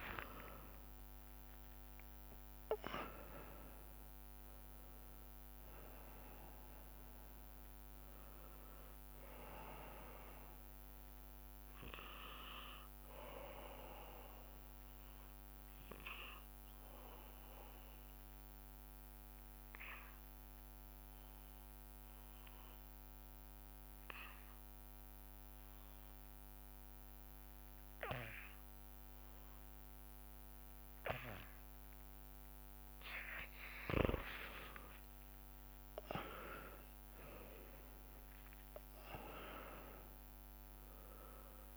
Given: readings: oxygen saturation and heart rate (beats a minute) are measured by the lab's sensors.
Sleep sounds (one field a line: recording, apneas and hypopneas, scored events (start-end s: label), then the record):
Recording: breathing in sleep by a microphone on the trachea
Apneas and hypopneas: 1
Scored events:
0.00-22.00 s: oxygen desaturation (device-marked, oxygen 85% lowest)
17.00-32.00 s: obstructive apnea (oxygen 98% before, 87% lowest)
34.50-39.00 s: arousal
From the record:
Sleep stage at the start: REM sleep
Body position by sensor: on the back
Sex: male